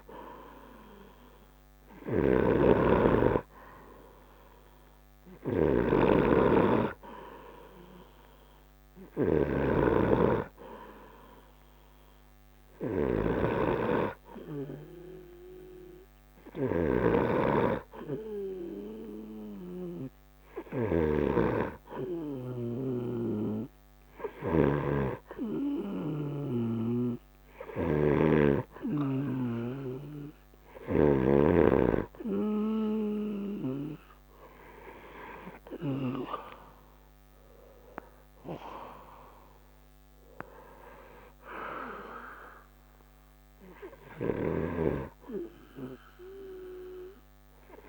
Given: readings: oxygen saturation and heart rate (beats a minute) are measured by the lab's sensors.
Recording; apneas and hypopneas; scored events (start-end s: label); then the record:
breathing in sleep by a microphone on the trachea; none
0.00-21.00 s: snoring (device-marked)
23.00-26.50 s: snoring (device-marked)
31.00-36.50 s: snoring (device-marked)
35.50-39.50 s: arousal
44.50-47.89 s: snoring (device-marked)
From the record:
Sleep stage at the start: N2 (light sleep); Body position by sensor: on the right side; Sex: male